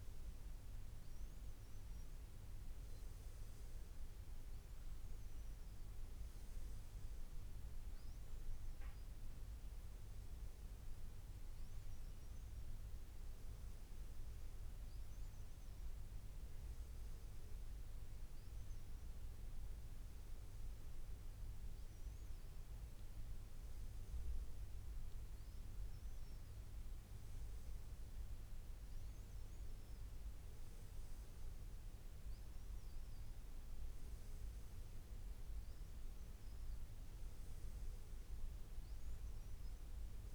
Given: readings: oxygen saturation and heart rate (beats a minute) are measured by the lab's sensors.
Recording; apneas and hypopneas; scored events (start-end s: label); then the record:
breathing in sleep, hard to hear, by a room microphone; none
none scored
From the record:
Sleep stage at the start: N2 (light sleep); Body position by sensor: on the back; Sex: male